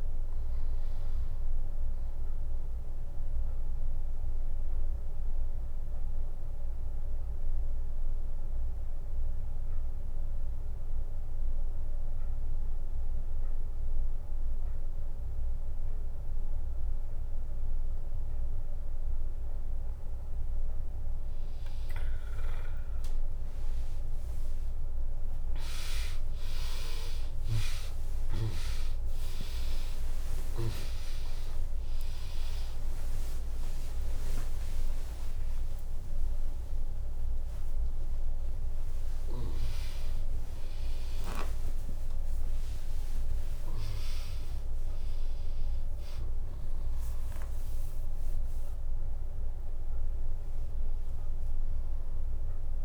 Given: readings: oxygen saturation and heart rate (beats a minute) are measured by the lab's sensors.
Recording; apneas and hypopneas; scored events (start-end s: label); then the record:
a person awake in a sleep study, by a room microphone; 1
0.00-10.00 s: oxygen desaturation (device-marked, oxygen 96% lowest, heart rate 59 extreme)
0.00-12.00 s: drop in pulse transit time (device-marked, heart rate 68 extreme)
2.50-20.50 s: obstructive apnea (oxygen 100% before, 95% lowest, heart rate 71 before, 59 extreme, up 20 after)
15.00-17.00 s: bradycardia (device-marked, heart rate 82 before, 65 extreme)
24.00-46.00 s: oxygen desaturation (device-marked, oxygen 100% before, 95% lowest, heart rate 72 before, 85 extreme)
25.00-52.85 s: new sleep stage, awake
29.00-45.00 s: drop in pulse transit time (device-marked, heart rate 69 before, 83 extreme)
31.00-38.00 s: tachycardia (device-marked, heart rate 81 before, 114 extreme)
39.00-45.00 s: tachycardia (device-marked, heart rate 82 before, 114 extreme)
42.00-44.00 s: long interval between heartbeats (device-marked, heart rate 90 before, 103 extreme)
From the record:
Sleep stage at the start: N2 (light sleep); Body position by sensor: on the back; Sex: female